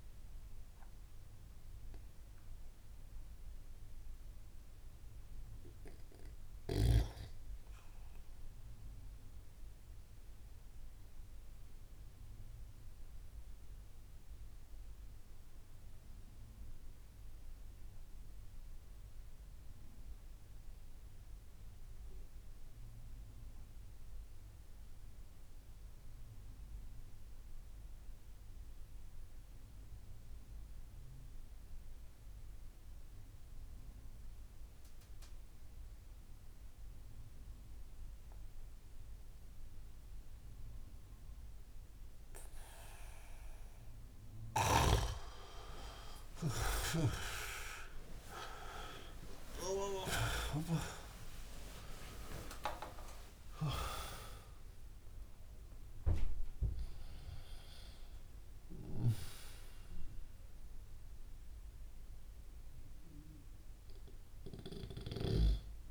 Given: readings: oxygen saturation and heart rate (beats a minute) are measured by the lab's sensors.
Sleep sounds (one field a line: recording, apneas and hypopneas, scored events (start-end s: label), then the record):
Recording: breathing in sleep by a room microphone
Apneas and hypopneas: 1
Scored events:
0.00-14.00 s: oxygen desaturation (device-marked, oxygen 84% lowest)
9.00-44.50 s: mixed apnea (oxygen 92% before, 85% lowest)
31.00-65.91 s: oxygen desaturation (device-marked, oxygen 98% before, 88% lowest)
46.50-50.50 s: snoring (device-marked)
51.50-57.50 s: arousal
From the record:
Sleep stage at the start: N2 (light sleep)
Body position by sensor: on the back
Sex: male